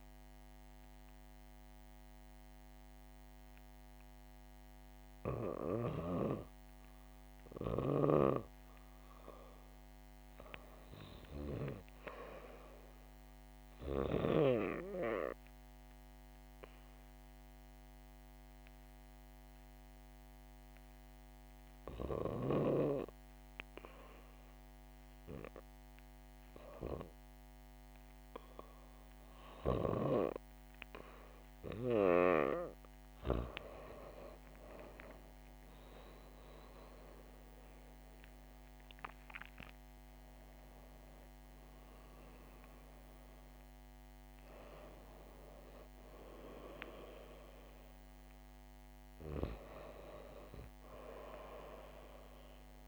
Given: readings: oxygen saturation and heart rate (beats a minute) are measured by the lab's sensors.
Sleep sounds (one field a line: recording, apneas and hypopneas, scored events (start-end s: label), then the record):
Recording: breathing in sleep by a microphone on the trachea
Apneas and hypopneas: 1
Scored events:
14.00-27.00 s: hypopnea (oxygen 98% before, 95% lowest, heart rate 70 before, 70 extreme, up 3 after)
30.00-34.50 s: arousal
35.50-52.88 s: new sleep stage, N2 (light sleep)
From the record:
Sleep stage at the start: REM sleep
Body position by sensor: on the back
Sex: female